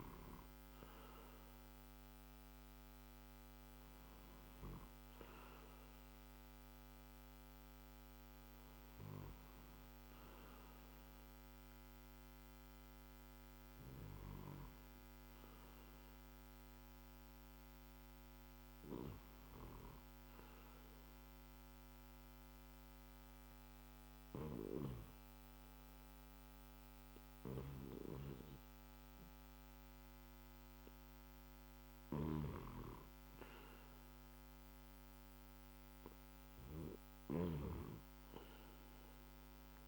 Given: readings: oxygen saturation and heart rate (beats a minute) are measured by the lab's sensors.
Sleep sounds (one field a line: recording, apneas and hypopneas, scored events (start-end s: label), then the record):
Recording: breathing in sleep by a microphone on the trachea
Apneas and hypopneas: 1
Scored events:
20.00-32.00 s: obstructive apnea (oxygen 97% before, 94% lowest, heart rate 62 before, 53 extreme, up 2 after)
34.50-38.50 s: arousal
From the record:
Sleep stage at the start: REM sleep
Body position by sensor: on the back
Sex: male